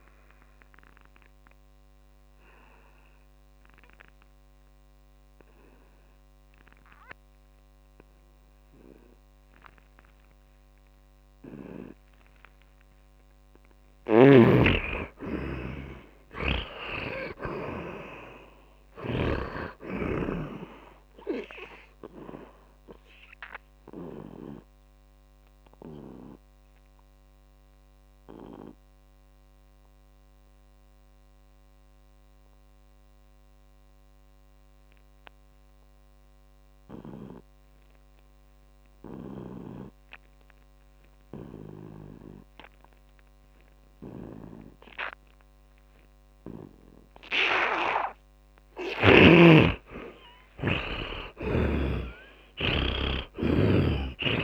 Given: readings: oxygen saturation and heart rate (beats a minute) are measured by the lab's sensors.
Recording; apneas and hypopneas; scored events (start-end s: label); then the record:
breathing in sleep by a microphone on the trachea; 2
0.50-14.00 s: obstructive apnea (oxygen 99% before, 78% lowest)
2.50-12.50 s: oxygen desaturation (device-marked, oxygen 85% before, 78% lowest)
14.50-20.00 s: snoring (device-marked)
15.50-19.50 s: arousal
24.50-43.50 s: oxygen desaturation (device-marked, oxygen 100% before, 83% lowest)
24.50-48.00 s: obstructive apnea (oxygen 100% before, 83% lowest)
50.50-54.43 s: arousal
50.50-54.43 s: oxygen desaturation (device-marked, oxygen 100% before, 84% lowest)
From the record:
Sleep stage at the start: N2 (light sleep); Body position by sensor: on the right side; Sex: male